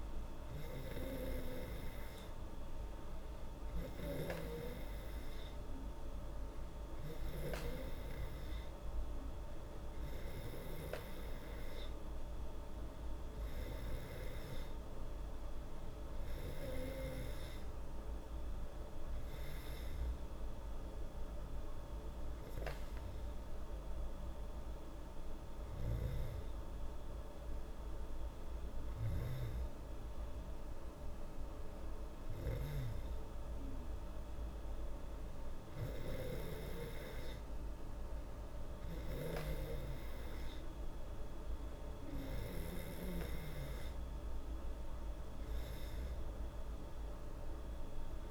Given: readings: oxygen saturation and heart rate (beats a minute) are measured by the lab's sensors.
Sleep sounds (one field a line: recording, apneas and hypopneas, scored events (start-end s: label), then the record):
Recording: breathing in sleep by a room microphone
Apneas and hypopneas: none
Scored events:
38.50-42.50 s: snoring (device-marked)
From the record:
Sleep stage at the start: N2 (light sleep)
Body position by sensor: on the back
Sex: female